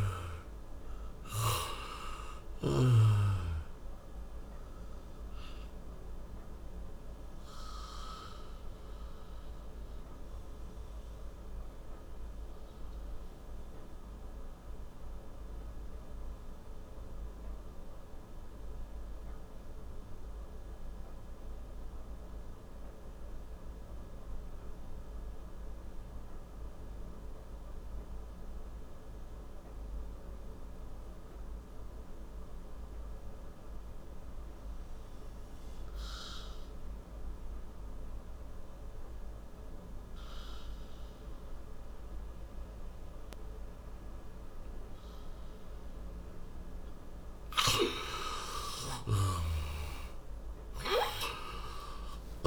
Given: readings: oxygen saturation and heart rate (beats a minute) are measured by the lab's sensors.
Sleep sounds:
breathing in sleep by a room microphone; 1
5.00-30.00 s: oxygen desaturation (device-marked, oxygen 96% before, 86% lowest, heart rate 67 before, 55 extreme)
5.00-45.00 s: obstructive apnea (oxygen 97% before, 86% lowest, heart rate 67 before, 55 extreme, up 35 after)
48.00-52.47 s: arousal
From the record:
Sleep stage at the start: N2 (light sleep); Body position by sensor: on the back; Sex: male

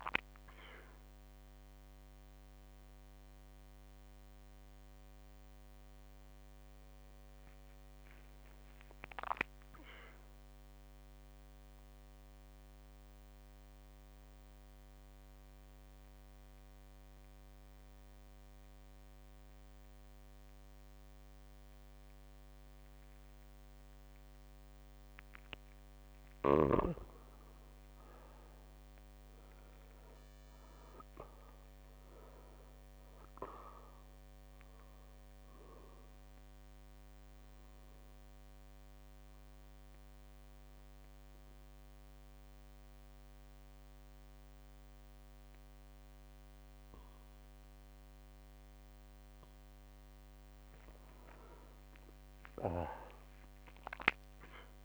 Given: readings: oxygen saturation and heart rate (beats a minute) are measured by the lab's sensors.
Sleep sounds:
breathing in sleep by a microphone on the trachea; 2
11.50-27.50 s: mixed apnea (oxygen 100% before, 93% lowest, heart rate 60 before, 53 extreme, up 2 after)
27.00-54.85 s: oxygen desaturation (device-marked, oxygen 99% before, 93% lowest, heart rate 57 before, 53 extreme)
29.00-32.50 s: arousal
36.00-50.50 s: central apnea (oxygen 100% before, 89% lowest, heart rate 56 before, 53 extreme, up 6 after)
45.00-54.85 s: drop in pulse transit time (device-marked, heart rate 56 before, 53 extreme)
45.50-47.50 s: long interval between heartbeats (device-marked, heart rate 56 before, 58 extreme)
47.50-49.50 s: long interval between heartbeats (device-marked, heart rate 56 before, 60 extreme)
52.50-54.85 s: arousal
From the record:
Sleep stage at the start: N2 (light sleep); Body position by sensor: on the back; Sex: male

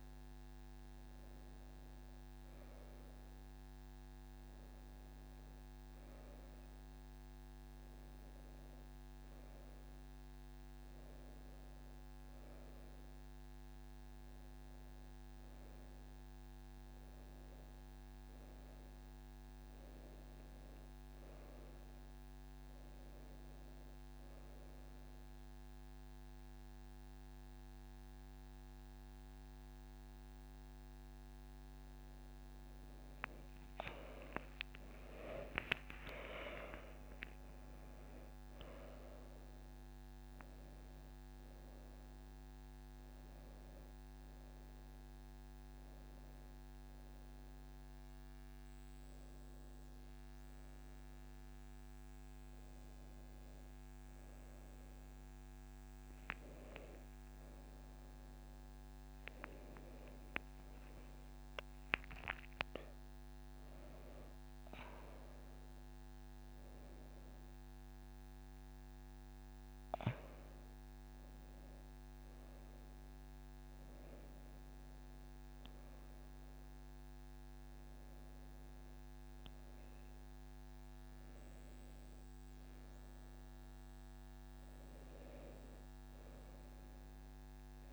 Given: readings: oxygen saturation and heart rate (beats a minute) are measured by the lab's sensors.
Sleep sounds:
a person awake in a sleep study, by a microphone on the trachea; none
48.00-50.00 s: long interval between heartbeats (device-marked)
58.00-87.93 s: new sleep stage, N1 (lightest sleep)
From the record:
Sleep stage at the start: awake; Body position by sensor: on the right side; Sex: female

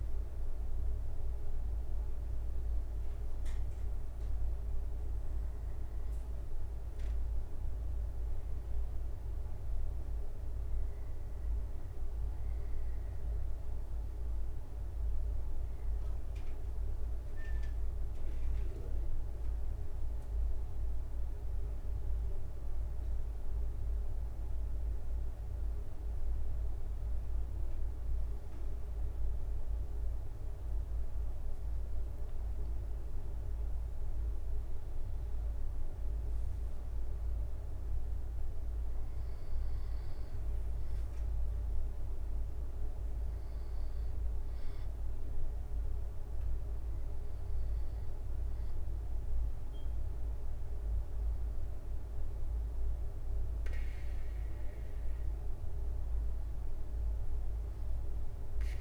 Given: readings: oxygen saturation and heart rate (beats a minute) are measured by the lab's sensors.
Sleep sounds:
breathing in sleep, hard to hear, by a room microphone; 1
4.00-20.00 s: hypopnea (oxygen 96% before, 94% lowest, heart rate 76 before, 68 extreme, up 2 after)
25.50-31.50 s: arousal
33.00-45.00 s: drop in pulse transit time (device-marked, heart rate 70 before, 72 extreme)
From the record:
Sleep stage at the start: N2 (light sleep); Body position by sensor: on the back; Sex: male

